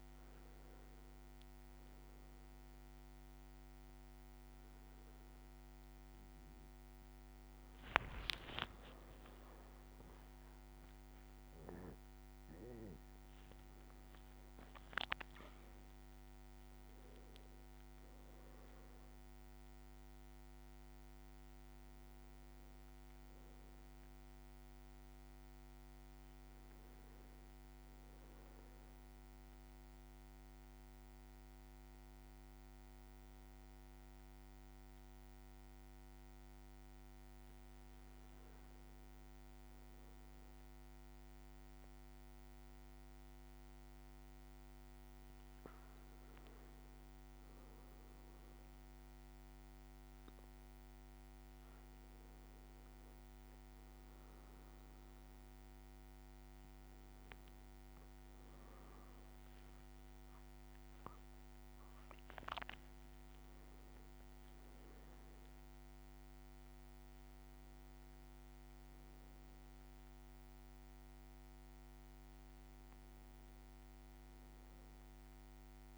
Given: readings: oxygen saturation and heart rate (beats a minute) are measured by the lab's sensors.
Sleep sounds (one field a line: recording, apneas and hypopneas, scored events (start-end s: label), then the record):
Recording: breathing in sleep, hard to hear, by a microphone on the trachea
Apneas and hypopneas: none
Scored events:
7.00-11.50 s: leg movement (device-marked)
8.50-14.50 s: arousal
57.00-59.50 s: leg movement (device-marked)
60.00-75.98 s: new sleep stage, N1 (lightest sleep)
60.50-65.00 s: arousal
From the record:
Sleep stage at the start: N2 (light sleep)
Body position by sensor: on the back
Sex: male